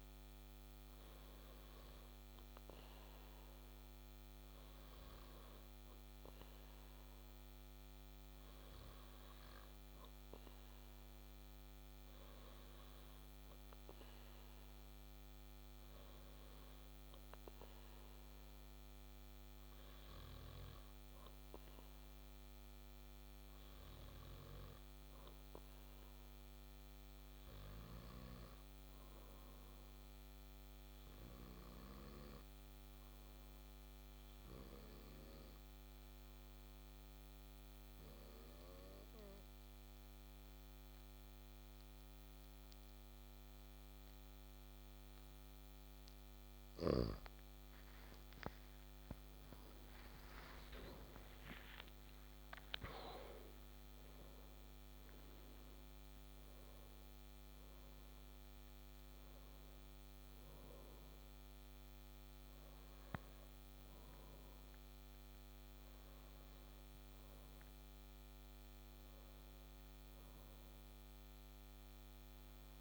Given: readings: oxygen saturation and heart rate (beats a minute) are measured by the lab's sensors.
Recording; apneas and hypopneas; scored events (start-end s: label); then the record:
breathing in sleep, hard to hear, by a microphone on the trachea; 1
25.50-43.50 s: obstructive apnea (oxygen 98% before, 94% lowest)
48.50-53.50 s: arousal
From the record:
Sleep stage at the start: N2 (light sleep); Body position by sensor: on the back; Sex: male